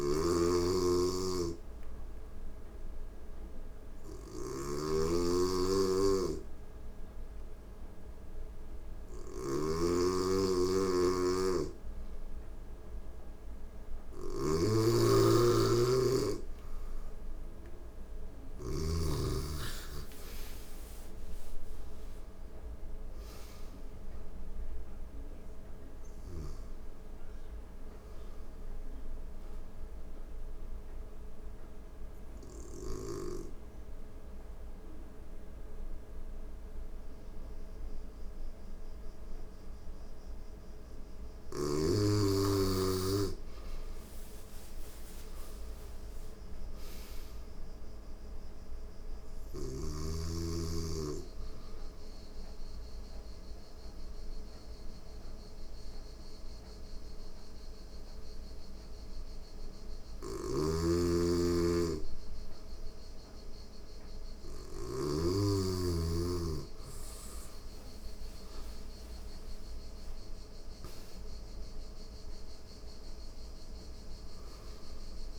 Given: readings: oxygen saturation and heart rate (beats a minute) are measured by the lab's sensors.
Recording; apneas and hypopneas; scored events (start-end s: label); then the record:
breathing in sleep by a room microphone; 2
0.00-18.00 s: snoring (device-marked)
17.00-21.00 s: arousal
18.00-42.00 s: oxygen desaturation (device-marked, oxygen 96% before, 90% lowest, heart rate 89 before, 87 extreme)
28.50-40.00 s: obstructive apnea (oxygen 96% before, 90% lowest, heart rate 100 before, 87 extreme, up 3 after)
42.50-46.50 s: arousal
51.50-61.50 s: obstructive apnea (oxygen 97% before, 91% lowest, heart rate 89 before, 87 extreme, up 32 after)
53.00-64.00 s: oxygen desaturation (device-marked, oxygen 97% before, 92% lowest, heart rate 90 before, 87 extreme)
59.50-64.50 s: snoring (device-marked)
66.00-70.00 s: arousal
From the record:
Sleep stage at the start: N2 (light sleep); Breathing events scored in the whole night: 397 in 3.1 hours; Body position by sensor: on the back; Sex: female